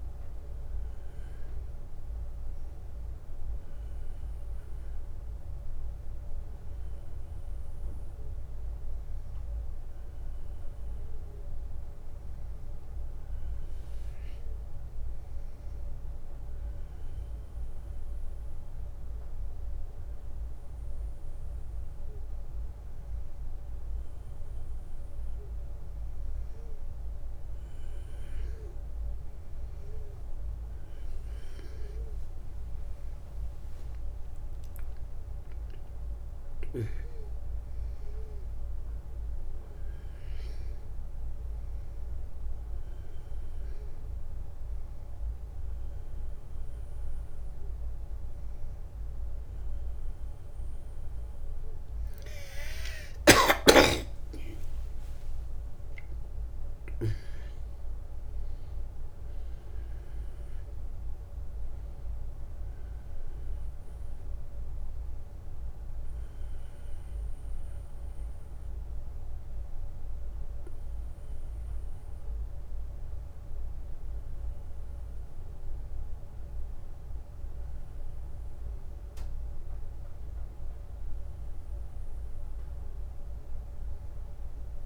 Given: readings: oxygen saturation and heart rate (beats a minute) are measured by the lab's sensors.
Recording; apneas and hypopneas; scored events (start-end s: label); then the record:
a person awake in a sleep study, hard to hear, by a room microphone; none
none scored
From the record:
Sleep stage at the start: awake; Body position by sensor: on the back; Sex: male